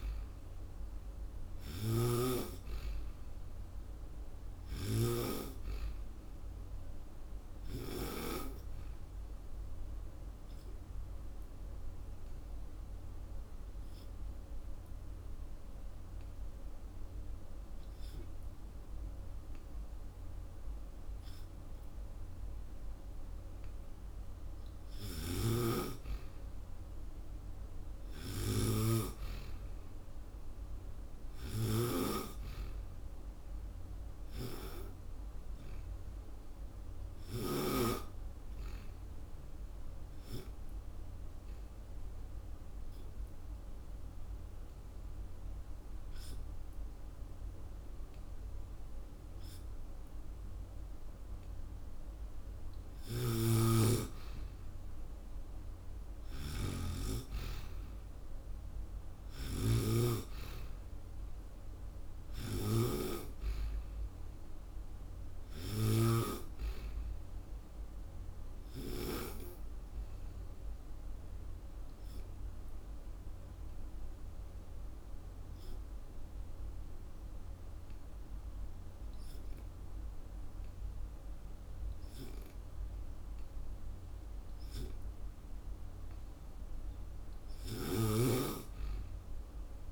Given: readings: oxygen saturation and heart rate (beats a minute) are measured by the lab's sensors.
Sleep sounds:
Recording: breathing in sleep by a room microphone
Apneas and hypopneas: 3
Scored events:
0.00-8.00 s: snoring (device-marked)
4.50-22.50 s: oxygen desaturation (device-marked, oxygen 95% before, 92% lowest)
9.00-25.00 s: obstructive apnea (oxygen 95% before, 92% lowest)
24.50-37.50 s: snoring (device-marked)
28.00-31.00 s: arousal
38.50-52.50 s: obstructive apnea (oxygen 97% before, 92% lowest)
43.50-53.50 s: oxygen desaturation (device-marked, oxygen 97% before, 92% lowest)
52.50-69.00 s: snoring (device-marked)
57.00-60.50 s: arousal
67.50-85.50 s: obstructive apnea (oxygen 96% before, 92% lowest)
73.50-87.50 s: oxygen desaturation (device-marked, oxygen 96% before, 92% lowest)
87.50-89.92 s: snoring (device-marked)
From the record:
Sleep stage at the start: N2 (light sleep)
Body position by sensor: on the back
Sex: female

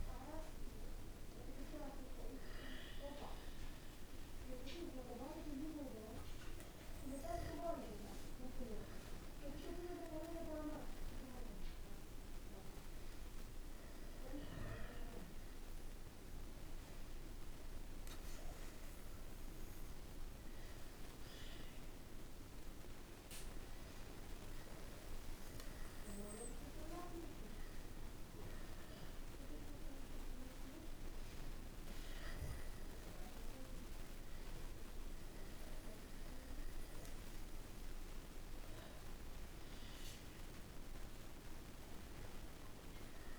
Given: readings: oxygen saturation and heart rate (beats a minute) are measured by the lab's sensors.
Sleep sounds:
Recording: a person awake in a sleep study, by a room microphone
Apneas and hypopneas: none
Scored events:
none scored
From the record:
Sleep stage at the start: awake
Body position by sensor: on the back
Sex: male

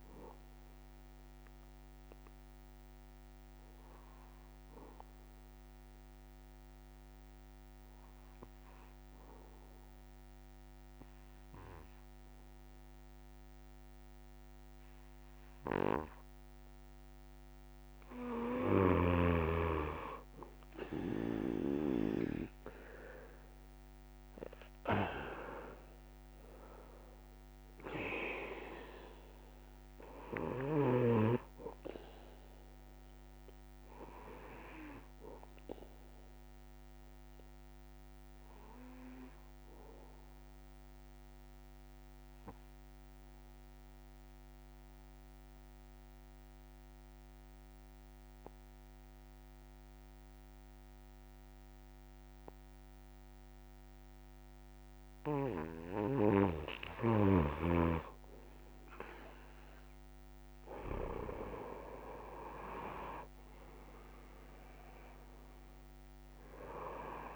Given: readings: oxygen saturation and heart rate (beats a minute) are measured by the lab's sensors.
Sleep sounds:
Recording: breathing in sleep by a microphone on the trachea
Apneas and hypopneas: 2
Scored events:
0.00-7.50 s: oxygen desaturation (device-marked, oxygen 94% lowest, heart rate 57 extreme)
1.00-16.00 s: obstructive apnea (oxygen 100% before, 94% lowest, heart rate 82 before, 38 extreme)
18.50-22.00 s: snoring (device-marked)
27.50-50.50 s: oxygen desaturation (device-marked, oxygen 99% before, 94% lowest)
37.50-54.50 s: obstructive apnea (oxygen 99% before, 94% lowest)
From the record:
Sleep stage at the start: N3 (deep sleep)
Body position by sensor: on the back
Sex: male

